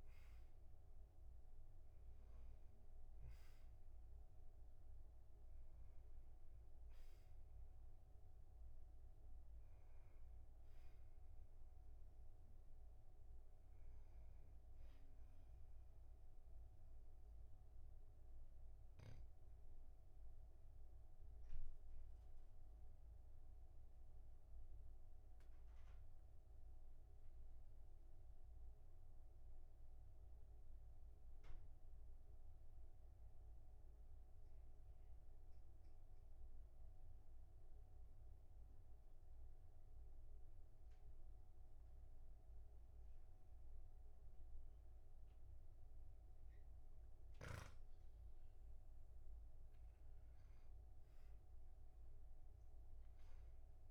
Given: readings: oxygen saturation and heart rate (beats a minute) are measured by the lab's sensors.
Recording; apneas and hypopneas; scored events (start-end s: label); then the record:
breathing in sleep, hard to hear, by a room microphone; 1
18.00-48.50 s: obstructive apnea (oxygen 99% before, 95% lowest, heart rate 45 before, 42 extreme, up 4 after)
51.00-53.91 s: arousal
From the record:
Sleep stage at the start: N2 (light sleep); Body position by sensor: on the back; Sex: male